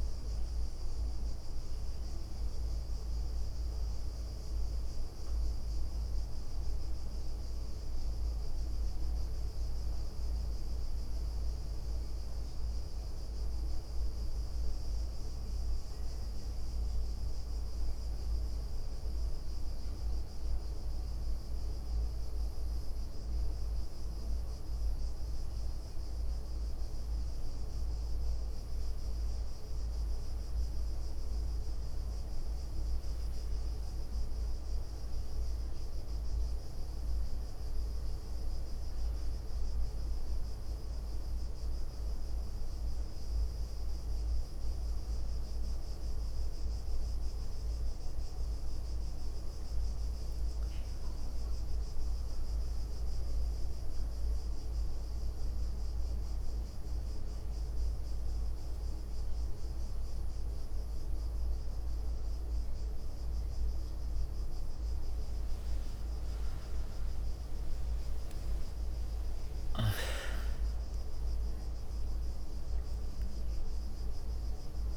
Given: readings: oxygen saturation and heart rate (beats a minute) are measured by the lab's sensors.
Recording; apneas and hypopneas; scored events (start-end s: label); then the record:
breathing in sleep, hard to hear, by a room microphone; 1
5.00-7.00 s: leg movement (device-marked)
10.50-14.50 s: arousal
20.50-22.00 s: leg movement (device-marked)
25.50-27.50 s: leg movement (device-marked)
28.50-30.50 s: leg movement (device-marked)
31.50-33.50 s: leg movement (device-marked)
40.50-74.97 s: new sleep stage, N1 (lightest sleep)
43.00-48.00 s: arousal
52.50-63.50 s: hypopnea (oxygen 95% before, 94% lowest, heart rate 74 before, 71 extreme, up 32 after)
54.00-63.00 s: leg movement (device-marked)
64.50-73.50 s: leg movement (device-marked)
65.50-70.50 s: arousal
65.50-71.50 s: tachycardia (device-marked, heart rate 73 before, 108 extreme)
68.50-70.50 s: long interval between heartbeats (device-marked, heart rate 78 before, 105 extreme)
From the record:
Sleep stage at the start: N2 (light sleep); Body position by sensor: on the right side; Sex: female